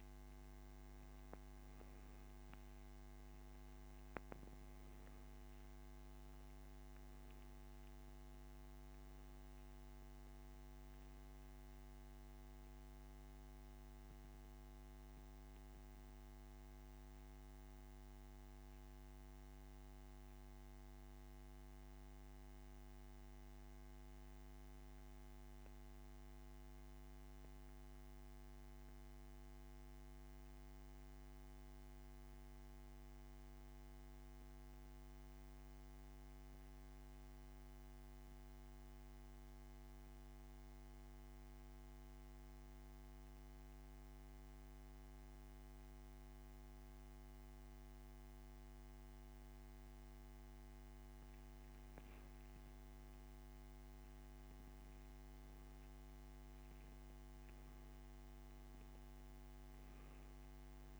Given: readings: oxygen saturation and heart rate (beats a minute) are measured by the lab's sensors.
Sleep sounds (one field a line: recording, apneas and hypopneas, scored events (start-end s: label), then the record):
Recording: breathing in sleep, hard to hear, by a microphone on the trachea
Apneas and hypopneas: 1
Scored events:
0.00-33.50 s: oxygen desaturation (device-marked, oxygen 89% lowest)
20.00-24.00 s: arousal
26.00-50.00 s: central apnea (oxygen 95% before, 89% lowest)
56.50-60.99 s: new sleep stage, awake
From the record:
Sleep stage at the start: N2 (light sleep)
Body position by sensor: on the back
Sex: male